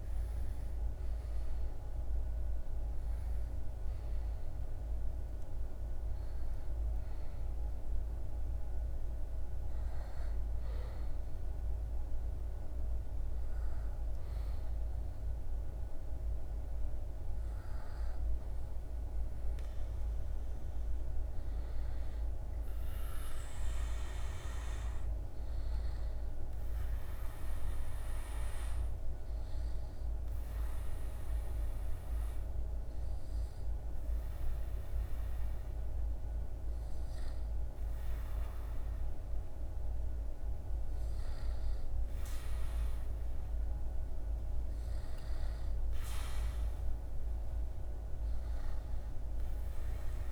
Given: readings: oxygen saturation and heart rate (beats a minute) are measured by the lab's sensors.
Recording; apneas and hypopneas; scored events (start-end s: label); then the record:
a person awake in a sleep study, hard to hear, by a room microphone; none
0.00-11.50 s: oxygen desaturation (device-marked, oxygen 88% lowest, heart rate 72 extreme)
49.50-50.32 s: new sleep stage, N2 (light sleep)
From the record:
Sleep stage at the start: awake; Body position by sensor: on the back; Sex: male